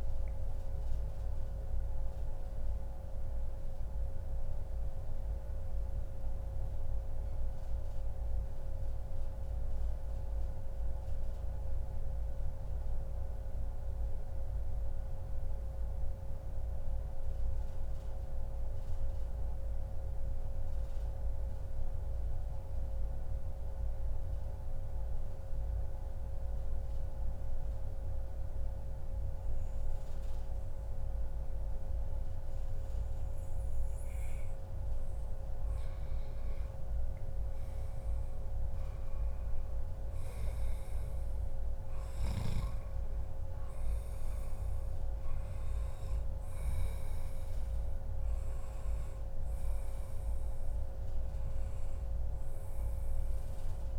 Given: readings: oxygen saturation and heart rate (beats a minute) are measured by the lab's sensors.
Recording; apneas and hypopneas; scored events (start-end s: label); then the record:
breathing in sleep, hard to hear, by a room microphone; 1
1.50-33.50 s: mixed apnea (oxygen 95% before, 91% lowest, heart rate 142 before, 83 extreme, up 17 after)
8.00-10.00 s: long interval between heartbeats (device-marked, heart rate 143 before, 135 extreme)
34.50-53.99 s: oxygen desaturation (device-marked, oxygen 98% before, 91% lowest, heart rate 103 before, 105 extreme)
35.50-39.50 s: arousal
From the record:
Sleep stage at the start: N2 (light sleep); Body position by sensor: on the back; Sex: male